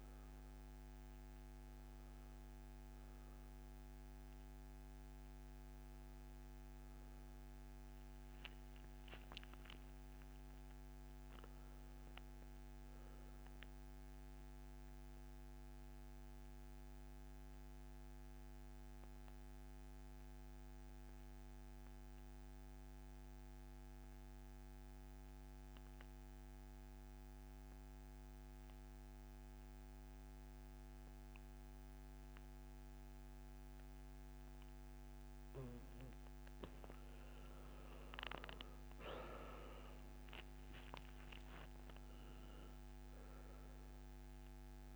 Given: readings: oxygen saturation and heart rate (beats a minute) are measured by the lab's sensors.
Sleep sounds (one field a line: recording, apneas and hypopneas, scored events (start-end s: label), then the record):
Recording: breathing in sleep, hard to hear, by a microphone on the trachea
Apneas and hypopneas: 1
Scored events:
0.00-7.50 s: oxygen desaturation (device-marked, oxygen 83% lowest, heart rate 62 extreme)
13.50-36.50 s: mixed apnea (oxygen 98% before, 80% lowest, heart rate 75 before, 62 extreme, up 14 after)
30.50-44.96 s: oxygen desaturation (device-marked, oxygen 97% before, 81% lowest, heart rate 71 before, 65 extreme)
38.50-42.50 s: arousal
From the record:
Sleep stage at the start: N2 (light sleep)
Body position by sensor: on the back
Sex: male